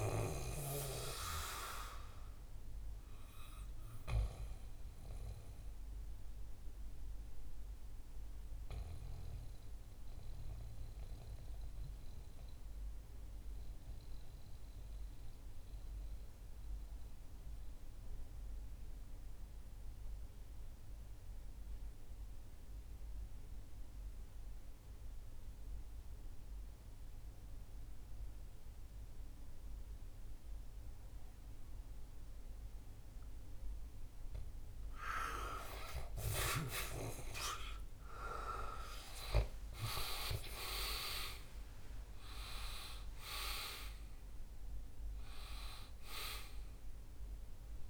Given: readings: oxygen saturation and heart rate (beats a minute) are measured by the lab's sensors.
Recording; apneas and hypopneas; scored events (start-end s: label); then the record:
breathing in sleep by a room microphone; 1
0.00-22.00 s: oxygen desaturation (device-marked, oxygen 87% lowest, heart rate 59 extreme)
1.50-34.50 s: mixed apnea (oxygen 98% before, 87% lowest, heart rate 67 before, 60 extreme, up 11 after)
37.00-42.50 s: arousal
39.00-47.90 s: oxygen desaturation (device-marked, oxygen 98% before, 90% lowest, heart rate 65 before, 62 extreme)
From the record:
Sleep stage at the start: N2 (light sleep); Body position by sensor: on the back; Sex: male